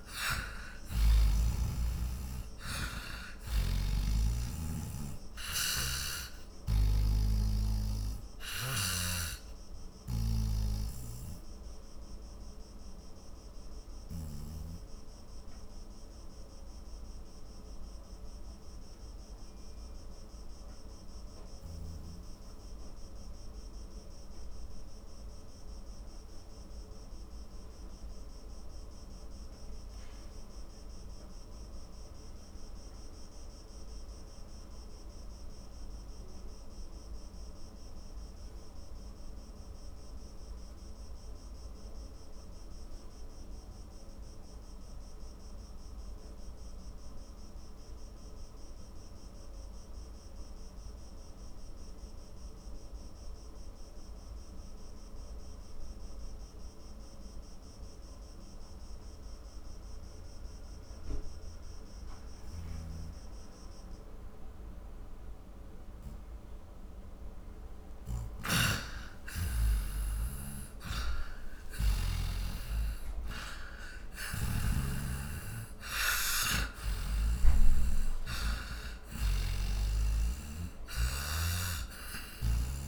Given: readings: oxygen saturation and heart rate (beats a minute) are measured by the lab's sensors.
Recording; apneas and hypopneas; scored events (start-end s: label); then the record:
breathing in sleep by a room microphone; 1
0.00-39.00 s: oxygen desaturation (device-marked, oxygen 80% lowest, heart rate 47 extreme)
7.00-10.50 s: snoring (device-marked)
14.00-67.00 s: obstructive apnea (oxygen 96% before, 80% lowest, heart rate 69 before, 48 extreme, up 8 after)
62.50-72.50 s: snoring (device-marked)
66.00-76.00 s: oxygen desaturation (device-marked, oxygen 97% before, 94% lowest, heart rate 53 before, 53 extreme)
68.50-73.00 s: arousal
79.50-82.88 s: snoring (device-marked)
81.00-82.88 s: oxygen desaturation (device-marked, oxygen 97% before, 85% lowest, heart rate 59 before, 42 extreme)
From the record:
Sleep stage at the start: N2 (light sleep); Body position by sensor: on the back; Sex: male